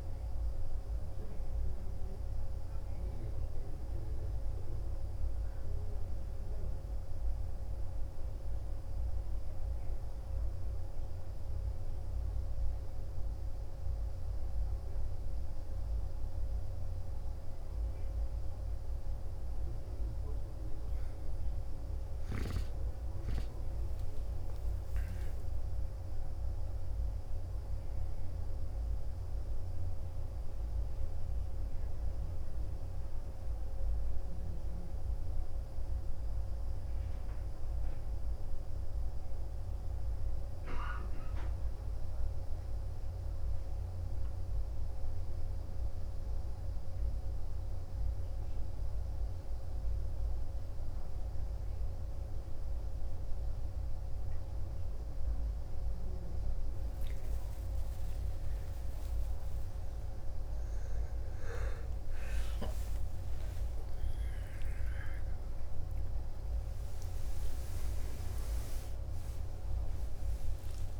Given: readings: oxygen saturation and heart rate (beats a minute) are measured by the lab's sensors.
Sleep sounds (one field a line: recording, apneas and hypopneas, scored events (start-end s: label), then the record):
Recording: breathing in sleep, hard to hear, by a room microphone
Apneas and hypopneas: 1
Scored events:
22.00-26.00 s: arousal
33.50-48.50 s: hypopnea (oxygen 90% before, 88% lowest, heart rate 69 before, 52 extreme, up 6 after)
62.00-71.00 s: new sleep stage, awake
66.00-71.00 s: oxygen desaturation (device-marked, oxygen 92% before, 88% lowest, heart rate 71 before, 47 extreme)
From the record:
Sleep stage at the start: N2 (light sleep)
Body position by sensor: on the right side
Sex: male